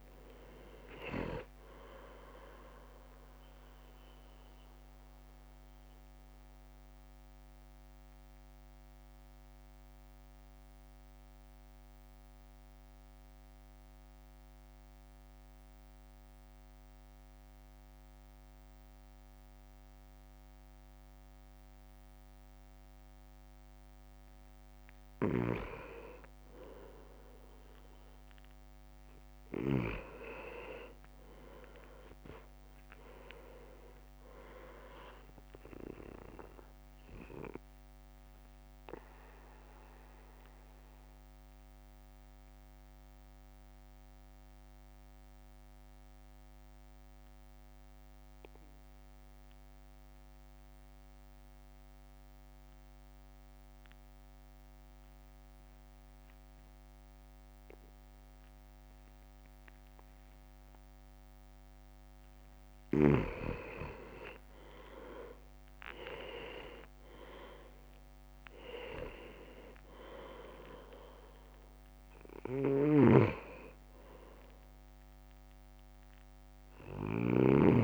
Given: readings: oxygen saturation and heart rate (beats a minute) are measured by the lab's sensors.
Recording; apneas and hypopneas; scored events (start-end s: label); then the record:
breathing in sleep by a microphone on the trachea; 2
0.00-12.00 s: drop in pulse transit time (device-marked, heart rate 49 extreme)
4.00-23.50 s: central apnea (oxygen 99% before, 96% lowest, heart rate 58 before, 49 extreme, up 5 after)
25.00-30.00 s: snoring (device-marked)
26.00-29.00 s: arousal
31.00-42.00 s: drop in pulse transit time (device-marked, heart rate 55 before, 54 extreme)
34.00-45.00 s: oxygen desaturation (device-marked, oxygen 100% before, 96% lowest, heart rate 56 before, 53 extreme)
37.50-62.00 s: mixed apnea (oxygen 100% before, 95% lowest, heart rate 57 before, 53 extreme, up 8 after)
64.00-67.50 s: arousal
65.00-77.84 s: drop in pulse transit time (device-marked, heart rate 54 before, 55 extreme)
72.50-77.50 s: snoring (device-marked)
From the record:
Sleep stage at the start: N2 (light sleep); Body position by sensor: on the back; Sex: male